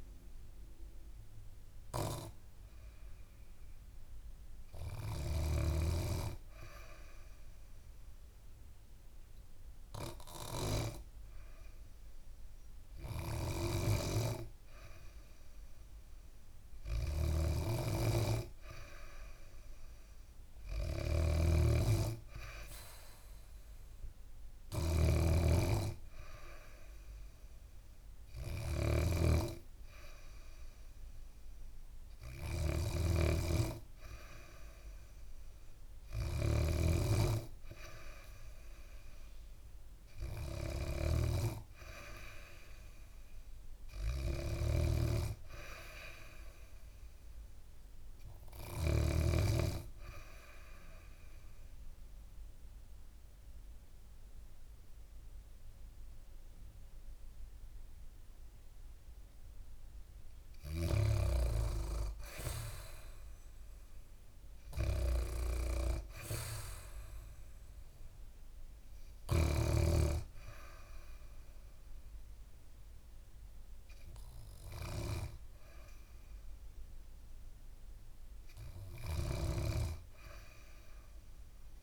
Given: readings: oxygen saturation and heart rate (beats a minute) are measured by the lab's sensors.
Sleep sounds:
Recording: breathing in sleep by a room microphone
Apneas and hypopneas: 2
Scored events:
5.00-17.00 s: hypopnea (oxygen 100% before, 95% lowest, heart rate 70 before, 70 extreme, up 2 after)
13.00-48.50 s: snoring (device-marked)
19.00-21.50 s: arousal
49.50-59.50 s: obstructive apnea (oxygen 97% before, 94% lowest, heart rate 72 before, 64 extreme, up 0 after)
62.00-66.00 s: arousal
78.50-81.83 s: snoring (device-marked)
From the record:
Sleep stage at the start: N2 (light sleep)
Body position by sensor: on the back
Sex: female

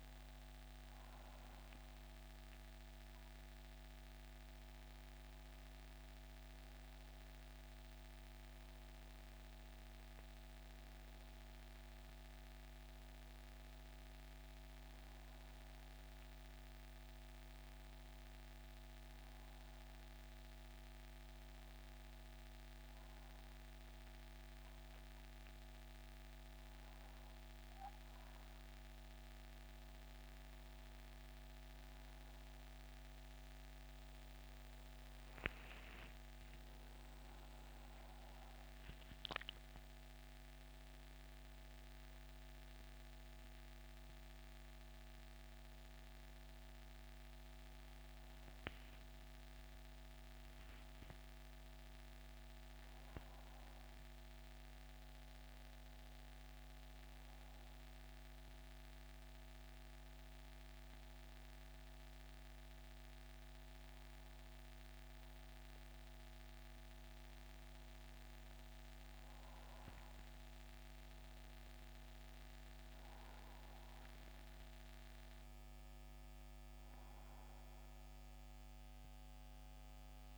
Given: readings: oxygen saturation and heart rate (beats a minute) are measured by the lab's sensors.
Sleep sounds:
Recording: breathing in sleep, hard to hear, by a microphone on the trachea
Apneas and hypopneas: 1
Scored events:
6.50-10.00 s: arousal
20.00-30.50 s: hypopnea (oxygen 92% before, 89% lowest, heart rate 79 before, 75 extreme, up 7 after)
32.50-37.50 s: arousal
47.00-80.38 s: new sleep stage, N2 (light sleep)
77.50-80.38 s: arousal
From the record:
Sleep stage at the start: N1 (lightest sleep)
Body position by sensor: on the back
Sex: male

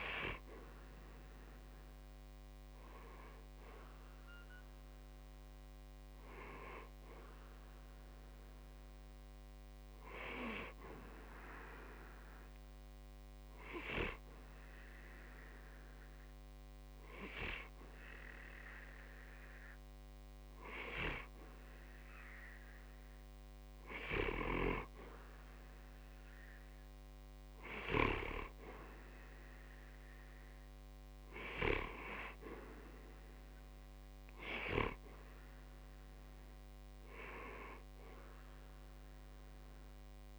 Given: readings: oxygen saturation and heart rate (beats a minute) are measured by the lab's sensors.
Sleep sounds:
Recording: breathing in sleep by a microphone on the trachea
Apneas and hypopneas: 1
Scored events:
9.00-20.00 s: hypopnea (oxygen 94% before, 92% lowest, heart rate 60 before, 60 extreme, up 0 after)
24.00-27.00 s: arousal
29.00-40.39 s: oxygen desaturation (device-marked, oxygen 95% before, 92% lowest, heart rate 60 before, 60 extreme)
From the record:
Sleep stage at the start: N2 (light sleep)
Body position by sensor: on the back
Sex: male

